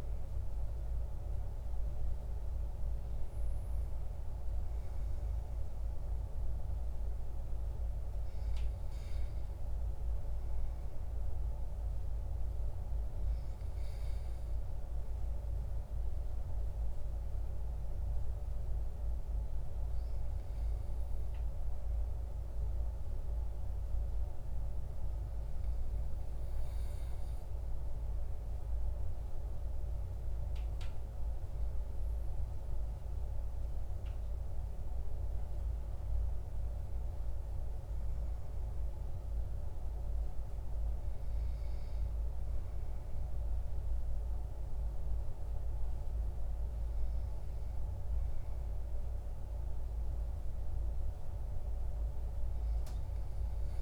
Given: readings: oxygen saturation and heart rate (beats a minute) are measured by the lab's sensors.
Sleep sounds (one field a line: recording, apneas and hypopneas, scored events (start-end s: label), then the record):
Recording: breathing in sleep, hard to hear, by a room microphone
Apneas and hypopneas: 1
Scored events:
15.00-29.00 s: obstructive apnea (oxygen 97% before, 92% lowest, heart rate 49 before, 42 extreme, up 6 after)
31.00-35.00 s: arousal
From the record:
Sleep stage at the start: N2 (light sleep)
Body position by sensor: on the back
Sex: male